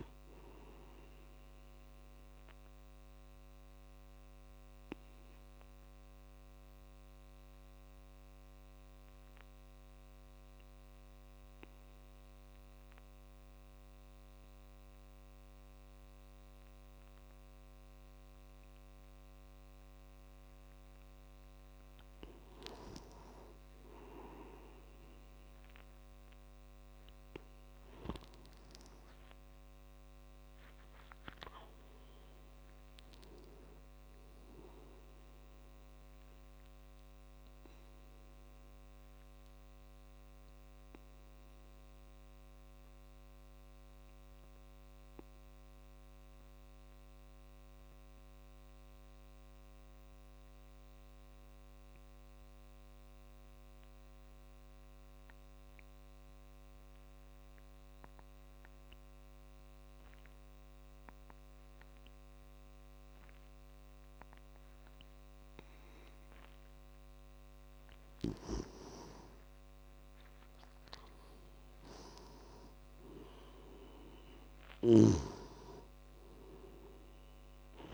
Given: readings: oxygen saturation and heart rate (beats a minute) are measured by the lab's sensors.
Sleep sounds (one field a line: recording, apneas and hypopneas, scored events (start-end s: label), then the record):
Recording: breathing in sleep by a microphone on the trachea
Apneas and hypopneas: 2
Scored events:
0.00-11.00 s: oxygen desaturation (device-marked, oxygen 90% lowest)
3.00-21.00 s: obstructive apnea (oxygen 97% before, 90% lowest)
24.00-28.00 s: arousal
24.00-51.00 s: oxygen desaturation (device-marked, oxygen 98% before, 92% lowest)
37.50-66.50 s: obstructive apnea (oxygen 98% before, 88% lowest)
65.00-77.94 s: oxygen desaturation (device-marked, oxygen 98% before, 88% lowest)
69.00-73.50 s: arousal
74.50-77.94 s: snoring (device-marked)
From the record:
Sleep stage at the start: N2 (light sleep)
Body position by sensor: on the back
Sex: male